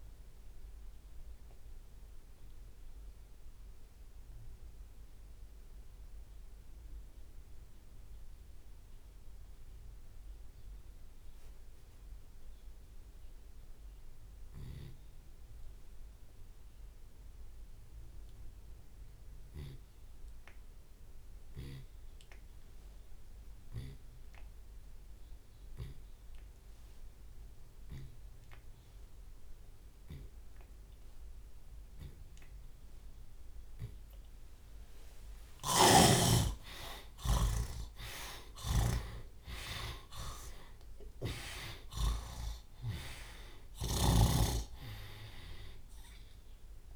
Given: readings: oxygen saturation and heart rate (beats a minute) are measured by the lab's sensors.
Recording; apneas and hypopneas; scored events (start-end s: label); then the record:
breathing in sleep by a room microphone; 1
0.50-2.50 s: long interval between heartbeats (device-marked)
1.00-6.00 s: drop in pulse transit time (device-marked, heart rate 86 before, 27 extreme)
1.00-34.50 s: obstructive apnea (oxygen 96% before, 68% lowest, heart rate 86 before, 54 extreme, up 58 after)
13.00-29.00 s: oxygen desaturation (device-marked, oxygen 97% before, 68% lowest, heart rate 53 before, 54 extreme)
21.00-31.00 s: drop in pulse transit time (device-marked, heart rate 53 before, 54 extreme)
26.00-28.00 s: long interval between heartbeats (device-marked, heart rate 57 before, 61 extreme)
30.00-32.00 s: long interval between heartbeats (device-marked, heart rate 58 before, 73 extreme)
32.00-38.00 s: tachycardia (device-marked, heart rate 77 before, 119 extreme)
35.50-37.50 s: long interval between heartbeats (device-marked, heart rate 64 before, 110 extreme)
36.00-40.50 s: arousal
39.00-46.96 s: drop in pulse transit time (device-marked, heart rate 75 before, 75 extreme)
From the record:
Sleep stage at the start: N2 (light sleep); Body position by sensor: on the left side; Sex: male